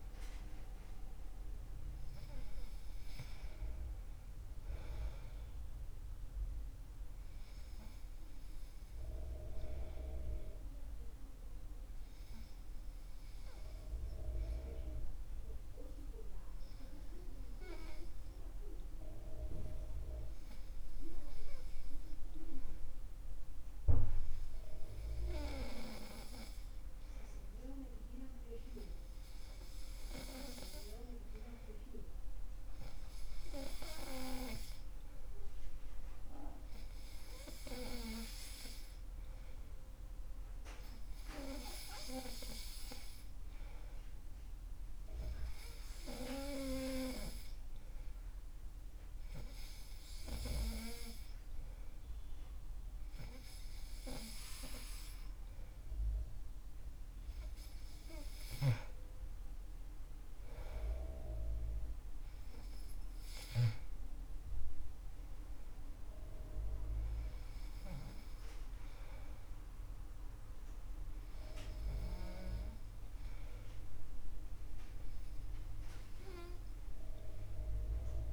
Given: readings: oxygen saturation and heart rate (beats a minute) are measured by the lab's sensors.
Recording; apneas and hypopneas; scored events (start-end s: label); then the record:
breathing in sleep by a room microphone; 1
12.00-54.00 s: hypopnea (oxygen 96% before, 94% lowest, heart rate 67 before, 65 extreme, up 4 after)
27.50-28.50 s: oxygen desaturation (device-marked, oxygen 97% before, 96% lowest, heart rate 66 before, 66 extreme)
59.50-63.00 s: arousal
From the record:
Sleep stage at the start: N2 (light sleep); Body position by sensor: on the back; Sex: male